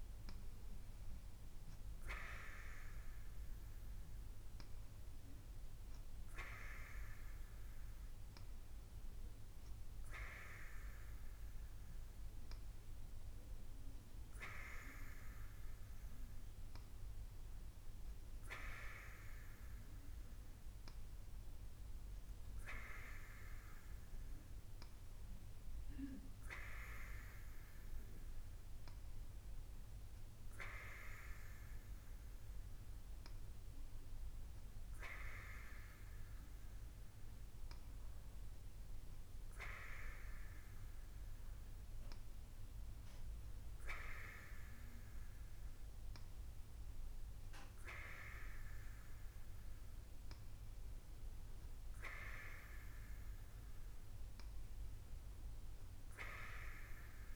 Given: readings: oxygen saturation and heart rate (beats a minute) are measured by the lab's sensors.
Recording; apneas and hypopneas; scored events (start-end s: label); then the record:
breathing in sleep by a room microphone; none
none scored
From the record:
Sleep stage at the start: N2 (light sleep); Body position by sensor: on the right side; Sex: female